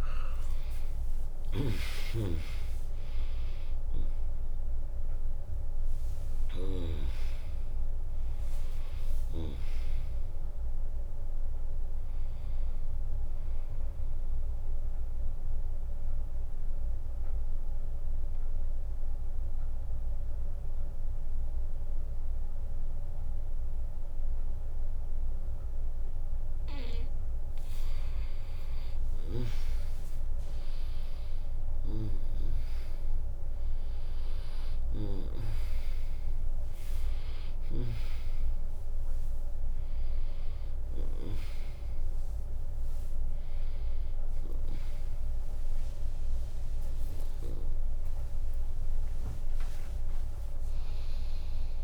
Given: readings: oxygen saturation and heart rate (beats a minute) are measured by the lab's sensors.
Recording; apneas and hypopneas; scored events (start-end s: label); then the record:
a person partly awake in a sleep study, by a room microphone; none
0.00-2.00 s: arousal
0.50-12.50 s: drop in pulse transit time (device-marked, heart rate 60 before, 67 extreme)
1.00-6.50 s: snoring (device-marked)
26.50-51.84 s: new sleep stage, awake
29.50-31.50 s: bradycardia (device-marked, heart rate 73 before, 66 extreme)
41.50-51.84 s: drop in pulse transit time (device-marked, heart rate 74 before, 87 extreme)
47.00-49.00 s: long interval between heartbeats (device-marked, heart rate 76 before, 95 extreme)
From the record:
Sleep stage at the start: N2 (light sleep); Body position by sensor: on the right side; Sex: female